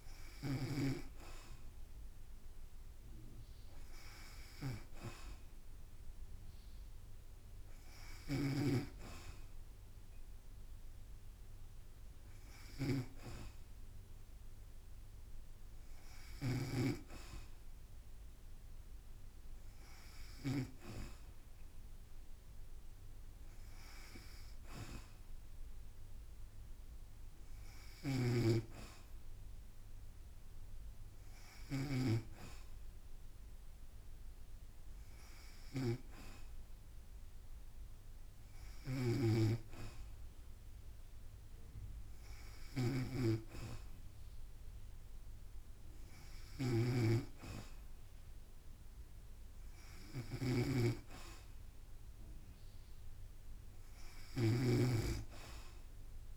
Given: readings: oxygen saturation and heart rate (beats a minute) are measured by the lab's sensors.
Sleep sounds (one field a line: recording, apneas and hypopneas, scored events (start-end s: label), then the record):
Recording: breathing in sleep by a room microphone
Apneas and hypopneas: none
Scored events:
8.00-16.50 s: snoring (device-marked)
28.00-56.37 s: snoring (device-marked)
From the record:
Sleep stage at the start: N2 (light sleep)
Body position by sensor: on the back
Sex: female